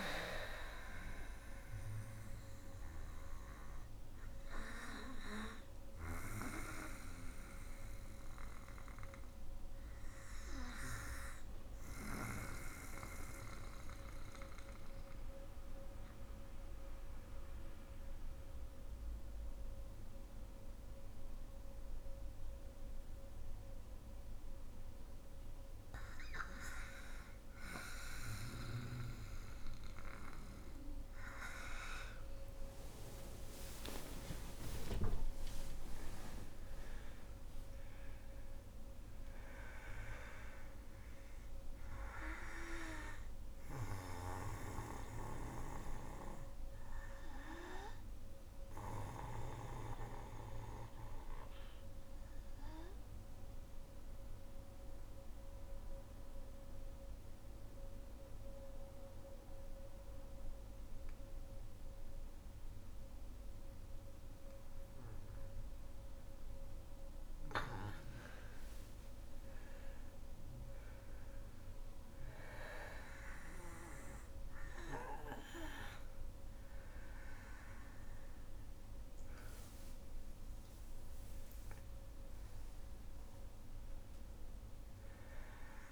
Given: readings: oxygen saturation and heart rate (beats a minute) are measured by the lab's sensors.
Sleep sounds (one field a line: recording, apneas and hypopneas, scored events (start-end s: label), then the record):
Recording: breathing in sleep by a room microphone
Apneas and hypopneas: 2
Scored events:
0.00-19.50 s: oxygen desaturation (device-marked, oxygen 88% lowest, heart rate 52 extreme)
3.00-25.00 s: obstructive apnea (oxygen 97% before, 88% lowest, heart rate 60 before, 52 extreme, up 17 after)
31.00-36.00 s: arousal
31.50-53.50 s: oxygen desaturation (device-marked, oxygen 99% before, 92% lowest, heart rate 53 before, 48 extreme)
43.50-65.50 s: obstructive apnea (oxygen 99% before, 89% lowest, heart rate 64 before, 48 extreme, up 18 after)
68.00-72.00 s: arousal
68.50-85.92 s: oxygen desaturation (device-marked, oxygen 99% before, 89% lowest, heart rate 53 before, 51 extreme)
From the record:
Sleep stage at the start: REM sleep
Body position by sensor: on the back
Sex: female